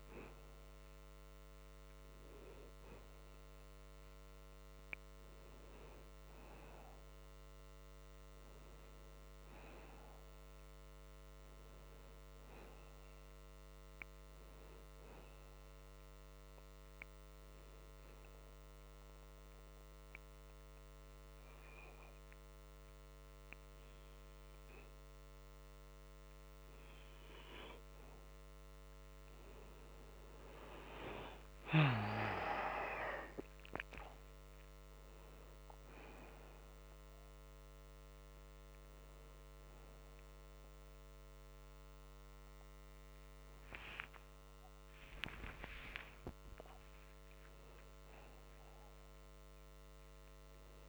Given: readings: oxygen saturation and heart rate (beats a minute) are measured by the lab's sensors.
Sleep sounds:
breathing in sleep by a microphone on the trachea; 1
0.00-8.00 s: oxygen desaturation (device-marked, oxygen 93% lowest, heart rate 76 extreme)
10.00-13.50 s: arousal
16.00-28.00 s: obstructive apnea (oxygen 97% before, 91% lowest)
31.00-34.00 s: arousal
From the record:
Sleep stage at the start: N2 (light sleep); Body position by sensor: on the back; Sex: male

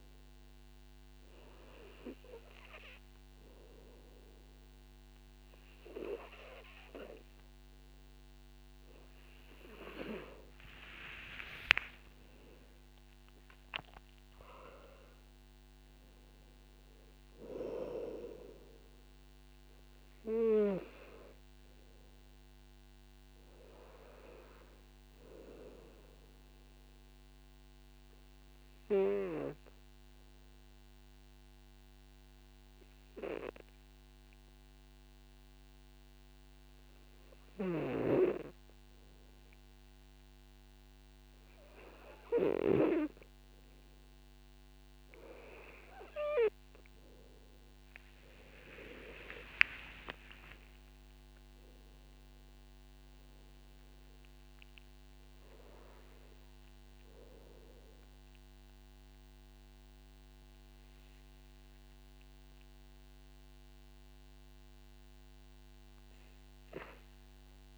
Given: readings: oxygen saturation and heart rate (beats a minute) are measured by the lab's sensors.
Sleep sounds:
breathing in sleep by a microphone on the trachea; 1
11.00-16.00 s: arousal
12.00-14.00 s: long interval between heartbeats (device-marked, heart rate 53 before, 71 extreme)
25.50-43.50 s: obstructive apnea (oxygen 96% before, 92% lowest, heart rate 63 before, 48 extreme, up 40 after)
47.00-50.50 s: arousal
49.50-51.50 s: long interval between heartbeats (device-marked, heart rate 57 before, 69 extreme)
53.00-64.00 s: oxygen desaturation (device-marked, oxygen 98% before, 94% lowest, heart rate 64 before, 48 extreme)
From the record:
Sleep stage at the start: N2 (light sleep); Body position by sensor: on the back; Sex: male

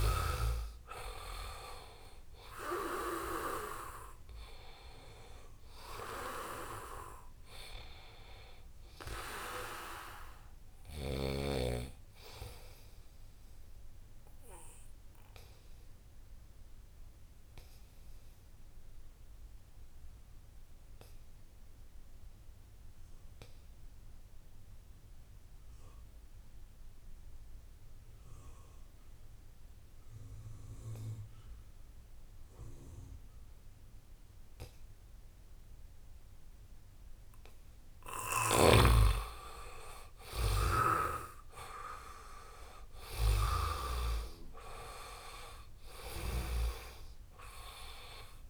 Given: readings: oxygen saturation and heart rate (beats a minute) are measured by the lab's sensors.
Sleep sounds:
breathing in sleep by a room microphone; 1
0.00-1.00 s: arousal
0.00-20.00 s: oxygen desaturation (device-marked, oxygen 81% lowest, heart rate 74 extreme)
10.00-48.50 s: new sleep stage, N2 (light sleep)
13.50-36.50 s: obstructive apnea (oxygen 97% before, 80% lowest, heart rate 79 before, 74 extreme, up 3 after)
34.00-48.50 s: oxygen desaturation (device-marked, oxygen 97% before, 80% lowest, heart rate 81 before, 66 extreme)
38.50-41.50 s: arousal
From the record:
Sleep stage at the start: REM sleep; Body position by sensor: on the back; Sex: male

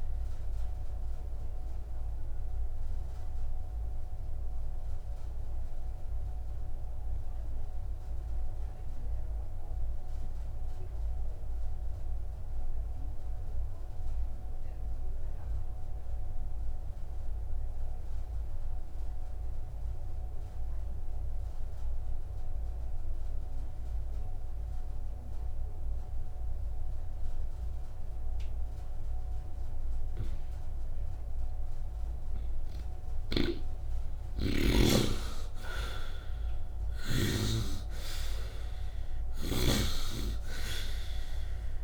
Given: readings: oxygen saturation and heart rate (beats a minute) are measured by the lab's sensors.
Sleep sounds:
breathing in sleep by a room microphone; 1
0.00-22.00 s: oxygen desaturation (device-marked, oxygen 69% lowest, heart rate 55 extreme)
2.50-32.50 s: obstructive apnea (oxygen 95% before, 67% lowest, heart rate 63 before, 55 extreme, up 5 after)
29.00-41.84 s: oxygen desaturation (device-marked, oxygen 98% before, 67% lowest, heart rate 67 before, 51 extreme)
33.00-37.50 s: snoring (device-marked)
34.50-39.00 s: arousal
From the record:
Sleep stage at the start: N2 (light sleep); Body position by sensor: upright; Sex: male

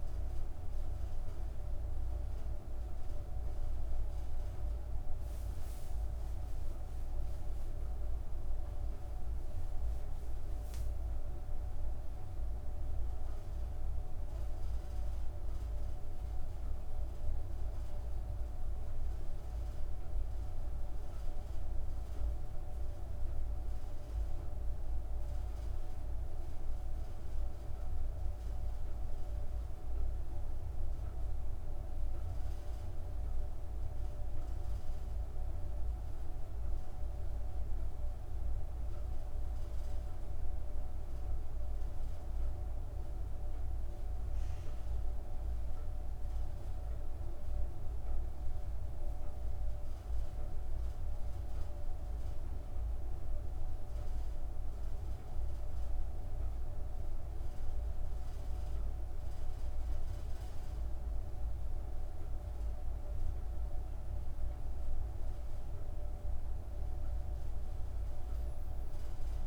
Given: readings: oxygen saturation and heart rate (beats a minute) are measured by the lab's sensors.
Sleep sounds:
breathing in sleep, hard to hear, by a room microphone; 1
30.00-41.50 s: obstructive apnea (oxygen 99% before, 95% lowest, heart rate 50 before, 37 extreme)
44.50-48.50 s: arousal
From the record:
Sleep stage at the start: N2 (light sleep); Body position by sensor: on the back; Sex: female

